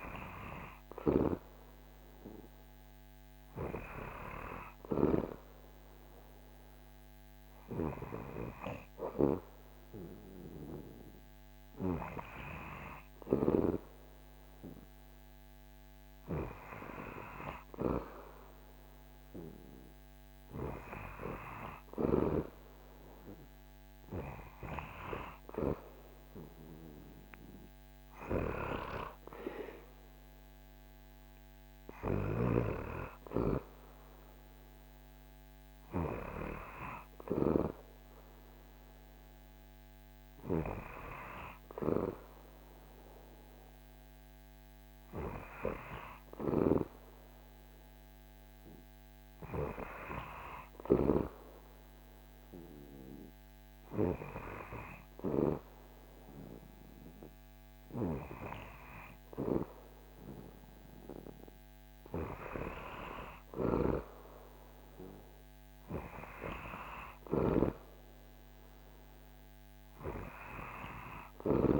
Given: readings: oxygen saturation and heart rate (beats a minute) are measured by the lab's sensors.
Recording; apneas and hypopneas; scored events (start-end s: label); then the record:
breathing in sleep by a microphone on the trachea; none
none scored
From the record:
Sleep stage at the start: REM sleep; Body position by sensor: on the back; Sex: male